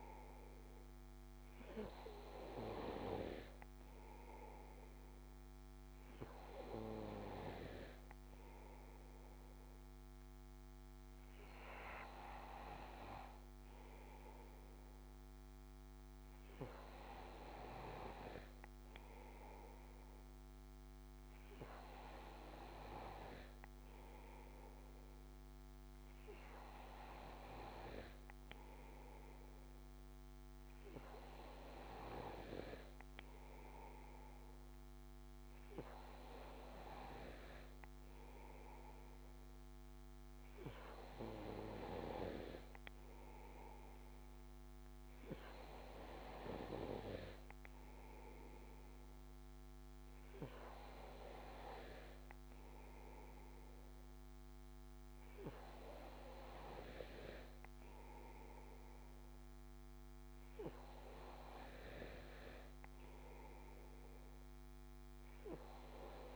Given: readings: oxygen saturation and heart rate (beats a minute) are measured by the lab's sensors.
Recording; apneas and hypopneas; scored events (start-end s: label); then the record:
breathing in sleep by a microphone on the trachea; none
none scored
From the record:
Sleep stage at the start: N2 (light sleep); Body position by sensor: on the back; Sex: male